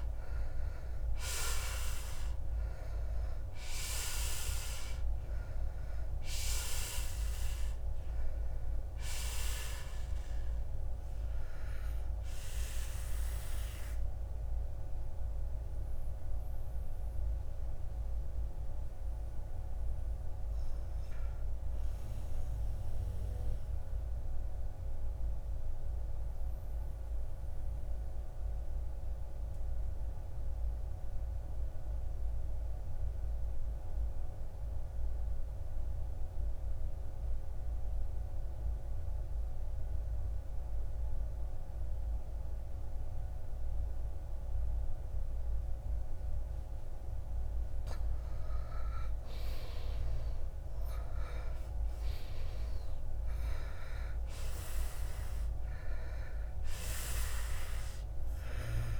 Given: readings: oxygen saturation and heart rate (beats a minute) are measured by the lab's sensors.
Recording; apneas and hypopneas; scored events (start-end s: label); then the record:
breathing in sleep by a room microphone; 1
0.00-14.50 s: oxygen desaturation (device-marked, oxygen 80% lowest, heart rate 53 extreme)
24.50-46.50 s: obstructive apnea (oxygen 98% before, 83% lowest, heart rate 61 before, 53 extreme, up 13 after)
32.50-59.00 s: oxygen desaturation (device-marked, oxygen 98% before, 83% lowest, heart rate 56 before, 53 extreme)
49.00-52.50 s: arousal
From the record:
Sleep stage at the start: N2 (light sleep); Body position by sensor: on the back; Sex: male